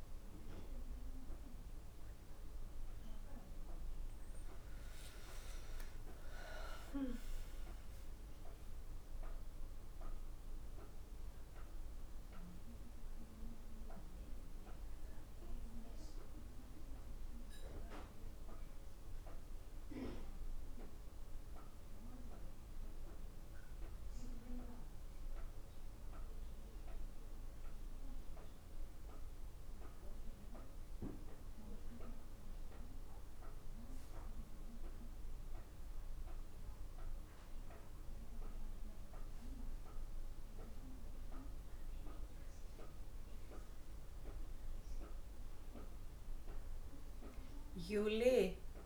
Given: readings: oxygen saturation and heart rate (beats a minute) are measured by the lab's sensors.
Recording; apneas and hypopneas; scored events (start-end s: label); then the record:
breathing in sleep by a room microphone; none
none scored
From the record:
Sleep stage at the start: N2 (light sleep); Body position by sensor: on the back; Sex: female